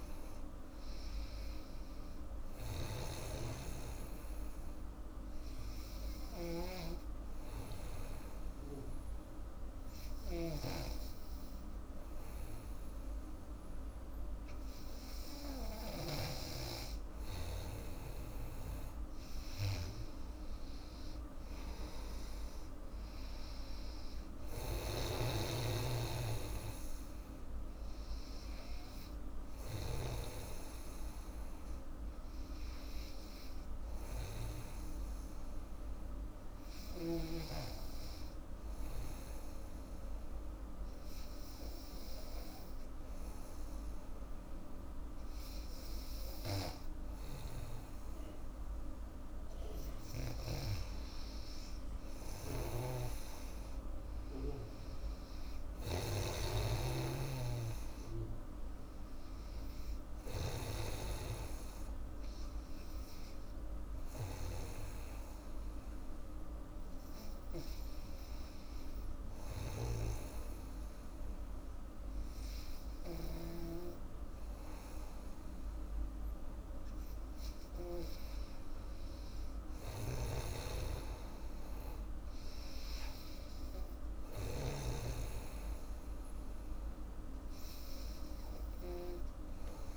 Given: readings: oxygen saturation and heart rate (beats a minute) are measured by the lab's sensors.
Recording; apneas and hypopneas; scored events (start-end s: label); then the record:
breathing in sleep by a room microphone; 3
0.00-10.50 s: oxygen desaturation (device-marked, oxygen 92% lowest, heart rate 68 extreme)
0.00-16.50 s: snoring (device-marked)
4.50-18.00 s: obstructive apnea (oxygen 95% before, 91% lowest, heart rate 82 before, 68 extreme, up 2 after)
19.50-23.00 s: arousal
19.50-39.50 s: oxygen desaturation (device-marked, oxygen 97% before, 91% lowest, heart rate 81 before, 68 extreme)
25.00-30.00 s: snoring (device-marked)
35.50-49.00 s: obstructive apnea (oxygen 97% before, 93% lowest, heart rate 79 before, 70 extreme, up 8 after)
51.00-54.50 s: arousal
52.50-73.50 s: snoring (device-marked)
64.50-78.00 s: hypopnea (oxygen 97% before, 93% lowest, heart rate 79 before, 75 extreme, up 5 after)
79.50-83.00 s: arousal
80.00-85.00 s: snoring (device-marked)
From the record:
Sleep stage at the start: N2 (light sleep); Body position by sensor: on the back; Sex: female